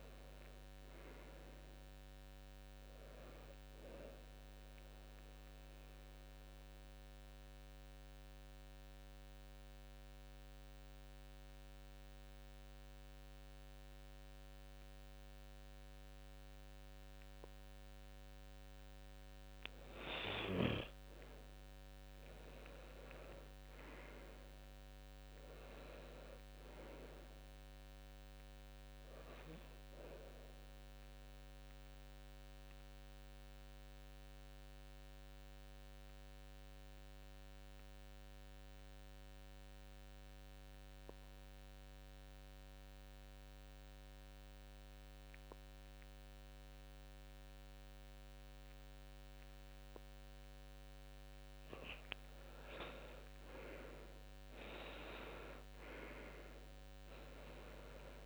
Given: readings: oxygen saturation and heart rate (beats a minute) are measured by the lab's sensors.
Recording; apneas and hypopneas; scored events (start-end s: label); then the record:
breathing in sleep by a microphone on the trachea; 2
4.50-18.00 s: mixed apnea (oxygen 97% before, 90% lowest, heart rate 75 before, 46 extreme, up 2 after)
20.50-24.50 s: arousal
30.50-50.00 s: mixed apnea (oxygen 97% before, 88% lowest, heart rate 69 before, 27 extreme, up 3 after)
40.00-51.00 s: oxygen desaturation (device-marked, oxygen 94% before, 91% lowest, heart rate 64 before, 27 extreme)
52.50-56.50 s: arousal
From the record:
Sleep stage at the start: N2 (light sleep); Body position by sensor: on the back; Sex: male